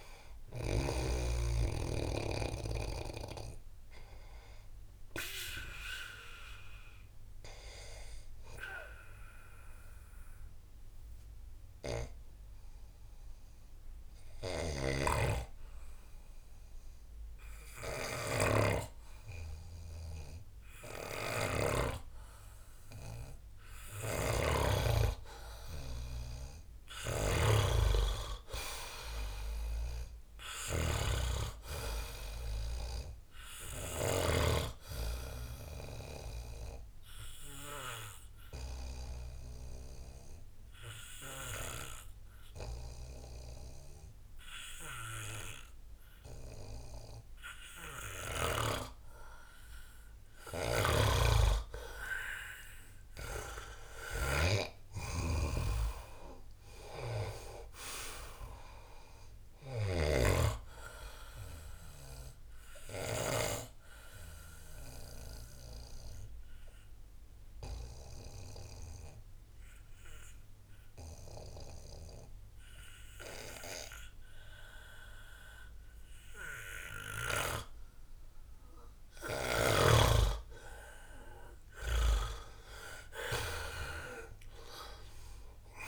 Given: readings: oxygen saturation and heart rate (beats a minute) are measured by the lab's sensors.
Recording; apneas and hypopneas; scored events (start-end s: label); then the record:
breathing in sleep by a room microphone; 3
0.00-1.00 s: snoring (device-marked)
0.00-6.00 s: oxygen desaturation (device-marked, oxygen 90% lowest, heart rate 74 extreme)
7.00-22.00 s: hypopnea (oxygen 98% before, 88% lowest, heart rate 84 before, 74 extreme, up 8 after)
14.00-34.00 s: snoring (device-marked)
24.00-27.50 s: arousal
26.00-47.00 s: oxygen desaturation (device-marked, oxygen 97% before, 91% lowest, heart rate 81 before, 73 extreme)
36.00-50.00 s: obstructive apnea (oxygen 97% before, 88% lowest, heart rate 80 before, 73 extreme, up 6 after)
49.00-78.00 s: oxygen desaturation (device-marked, oxygen 97% before, 88% lowest, heart rate 80 before, 72 extreme)
50.50-63.50 s: snoring (device-marked)
54.00-57.50 s: arousal
61.00-79.50 s: obstructive apnea (oxygen 97% before, 88% lowest, heart rate 78 before, 71 extreme, up 6 after)
81.00-83.50 s: arousal
From the record:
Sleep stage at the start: N2 (light sleep); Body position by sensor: on the back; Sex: male